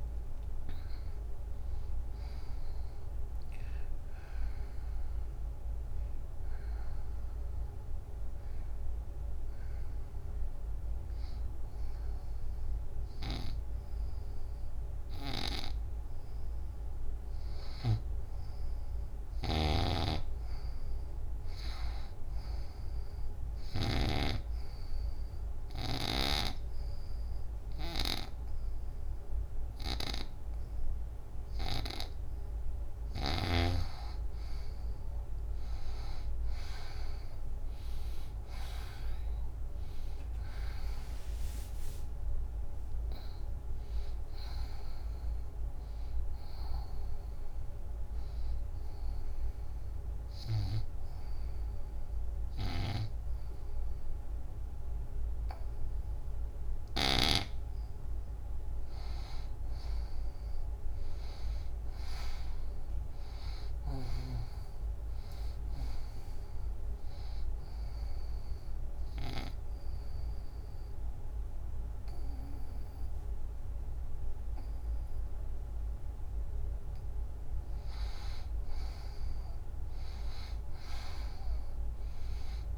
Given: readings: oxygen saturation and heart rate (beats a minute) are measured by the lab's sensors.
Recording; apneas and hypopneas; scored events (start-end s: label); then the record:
breathing in sleep by a room microphone; 4
0.00-14.50 s: oxygen desaturation (device-marked, oxygen 81% lowest, heart rate 79 extreme)
5.00-16.00 s: hypopnea (oxygen 96% before, 81% lowest, heart rate 85 before, 79 extreme)
15.00-24.00 s: snoring (device-marked)
16.50-33.50 s: oxygen desaturation (device-marked, oxygen 96% before, 87% lowest, heart rate 89 before, 80 extreme)
18.00-20.50 s: arousal
23.50-33.50 s: obstructive apnea (oxygen 96% before, 82% lowest, heart rate 88 before, 81 extreme, up 19 after)
38.00-43.50 s: arousal
39.50-53.50 s: oxygen desaturation (device-marked, oxygen 90% before, 82% lowest, heart rate 83 before, 77 extreme)
48.00-59.00 s: obstructive apnea (oxygen 95% before, 83% lowest, heart rate 90 before, 75 extreme, up 10 after)
52.50-57.00 s: snoring (device-marked)
61.00-64.50 s: arousal
62.50-75.50 s: oxygen desaturation (device-marked, oxygen 95% before, 84% lowest, heart rate 90 before, 75 extreme)
67.00-78.00 s: obstructive apnea (oxygen 95% before, 82% lowest, heart rate 86 before, 75 extreme, up 32 after)
From the record:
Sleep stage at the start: N2 (light sleep); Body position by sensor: on the back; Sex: female